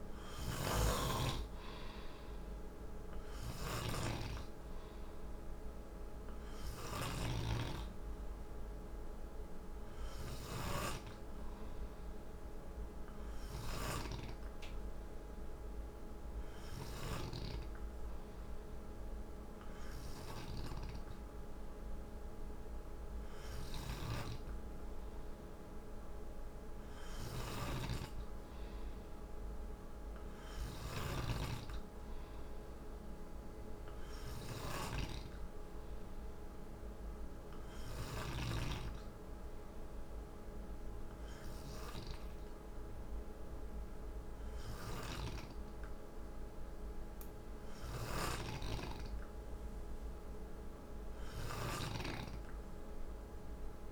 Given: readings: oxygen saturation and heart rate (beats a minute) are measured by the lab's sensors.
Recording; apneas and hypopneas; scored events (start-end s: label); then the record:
breathing in sleep by a room microphone; none
0.00-7.00 s: snoring (device-marked)
From the record:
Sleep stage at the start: N2 (light sleep); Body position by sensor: on the back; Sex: male